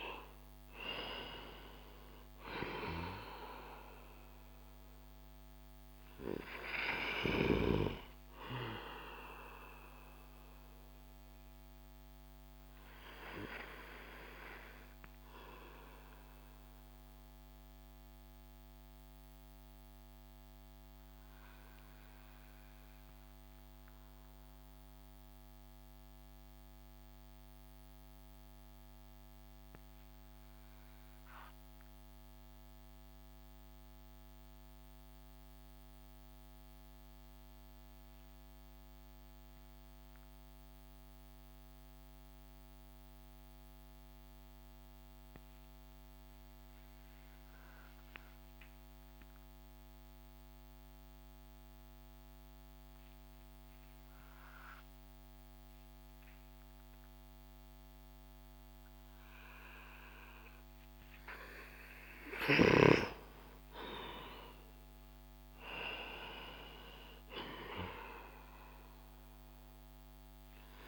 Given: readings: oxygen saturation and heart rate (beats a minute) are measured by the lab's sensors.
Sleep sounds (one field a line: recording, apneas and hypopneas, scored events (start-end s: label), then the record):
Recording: breathing in sleep by a microphone on the trachea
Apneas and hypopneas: 1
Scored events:
0.00-8.00 s: oxygen desaturation (device-marked, oxygen 90% lowest)
10.00-61.50 s: obstructive apnea (oxygen 97% before, 87% lowest)
17.00-31.00 s: oxygen desaturation (device-marked, oxygen 93% before, 88% lowest)
50.00-69.00 s: oxygen desaturation (device-marked, oxygen 98% before, 92% lowest)
63.00-67.50 s: arousal
From the record:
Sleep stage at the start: N2 (light sleep)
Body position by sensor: on the back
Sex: male